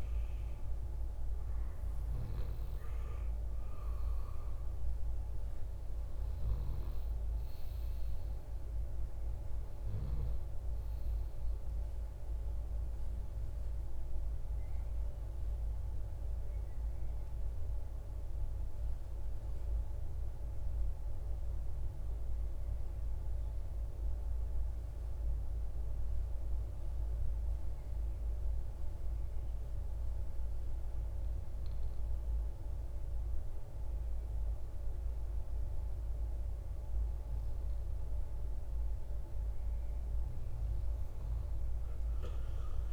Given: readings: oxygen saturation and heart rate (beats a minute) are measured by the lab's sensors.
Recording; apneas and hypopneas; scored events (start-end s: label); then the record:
breathing in sleep, hard to hear, by a room microphone; 1
0.00-21.00 s: oxygen desaturation (device-marked, oxygen 98% before, 94% lowest, heart rate 55 before, 52 extreme)
5.00-42.93 s: new sleep stage, REM sleep
12.50-37.50 s: mixed apnea (oxygen 99% before, 88% lowest, heart rate 60 before, 52 extreme, up 21 after)
36.00-42.93 s: oxygen desaturation (device-marked, oxygen 97% before, 88% lowest, heart rate 53 before, 53 extreme)
41.50-42.93 s: arousal
From the record:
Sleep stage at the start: N2 (light sleep); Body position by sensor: on the right side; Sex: male